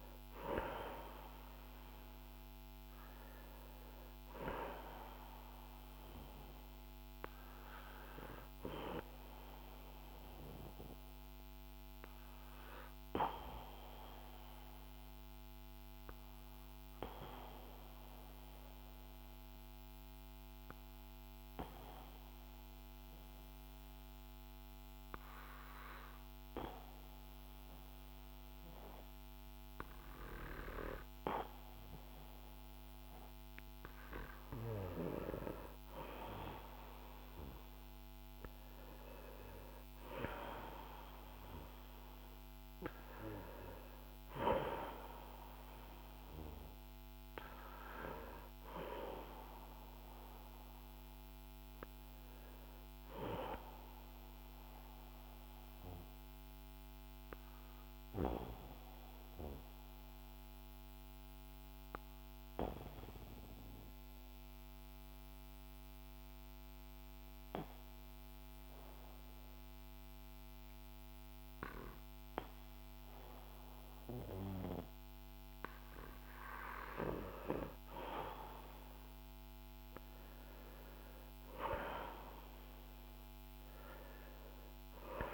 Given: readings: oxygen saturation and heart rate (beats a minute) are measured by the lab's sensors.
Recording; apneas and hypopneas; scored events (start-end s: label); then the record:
breathing in sleep by a microphone on the trachea; 2
8.50-25.50 s: oxygen desaturation (device-marked, oxygen 95% before, 91% lowest, heart rate 57 before, 49 extreme)
13.50-33.50 s: obstructive apnea (oxygen 95% before, 90% lowest, heart rate 57 before, 49 extreme, up 9 after)
36.00-41.00 s: arousal
38.50-68.50 s: oxygen desaturation (device-marked, oxygen 96% before, 90% lowest, heart rate 53 before, 46 extreme)
53.50-75.50 s: obstructive apnea (oxygen 96% before, 90% lowest, heart rate 56 before, 46 extreme, up 2 after)
79.00-82.50 s: arousal
From the record:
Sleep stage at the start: N2 (light sleep); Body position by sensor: on the back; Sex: male